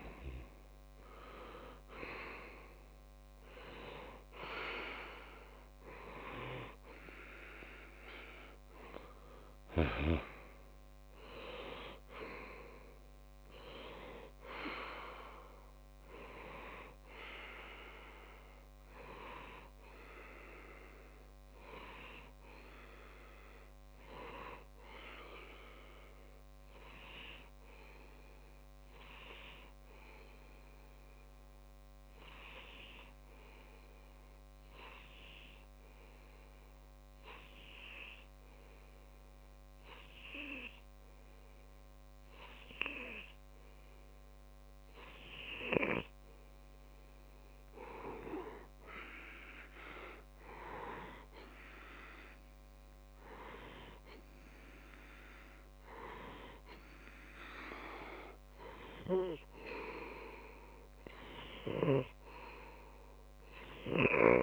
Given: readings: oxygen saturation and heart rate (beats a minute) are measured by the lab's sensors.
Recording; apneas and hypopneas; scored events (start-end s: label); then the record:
breathing in sleep by a microphone on the trachea; 1
0.00-10.00 s: oxygen desaturation (device-marked, oxygen 93% lowest)
20.50-47.00 s: obstructive apnea (oxygen 96% before, 94% lowest)
48.00-51.50 s: arousal
From the record:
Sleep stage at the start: N2 (light sleep); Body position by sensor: on the left side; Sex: male